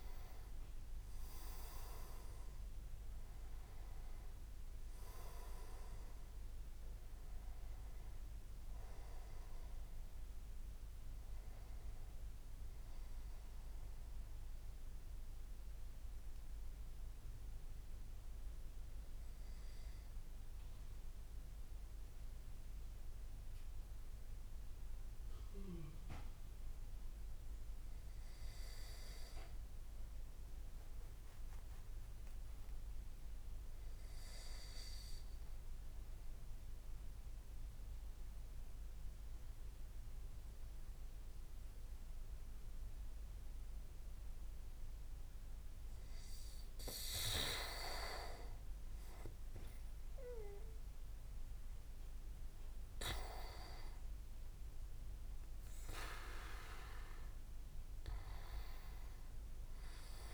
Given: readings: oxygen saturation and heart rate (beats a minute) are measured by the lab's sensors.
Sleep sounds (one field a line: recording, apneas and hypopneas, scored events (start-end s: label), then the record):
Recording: breathing in sleep by a room microphone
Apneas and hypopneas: 1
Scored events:
0.00-10.50 s: oxygen desaturation (device-marked, oxygen 90% lowest)
14.50-47.50 s: mixed apnea (oxygen 96% before, 92% lowest)
44.50-59.50 s: oxygen desaturation (device-marked, oxygen 99% before, 94% lowest)
49.50-53.00 s: arousal
From the record:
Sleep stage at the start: N2 (light sleep)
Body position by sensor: on the back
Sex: male